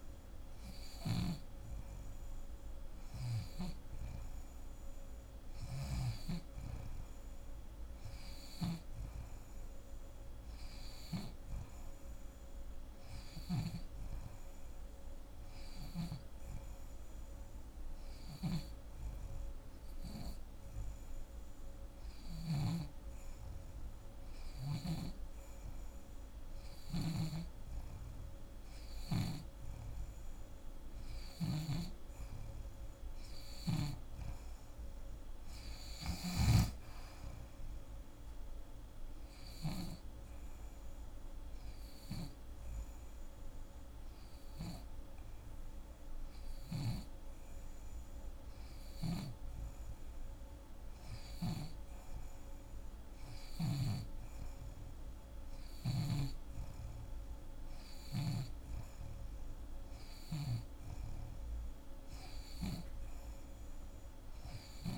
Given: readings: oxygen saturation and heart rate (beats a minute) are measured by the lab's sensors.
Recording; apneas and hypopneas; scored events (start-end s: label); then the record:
breathing in sleep by a room microphone; 1
0.50-22.00 s: snoring (device-marked)
26.50-31.00 s: snoring (device-marked)
35.50-39.50 s: snoring (device-marked)
39.50-49.50 s: hypopnea (oxygen 88% before, 86% lowest)
46.00-51.00 s: snoring (device-marked)
55.50-64.98 s: snoring (device-marked)
60.50-64.98 s: new sleep stage, awake
From the record:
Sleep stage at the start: N2 (light sleep); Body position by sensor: on the back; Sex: female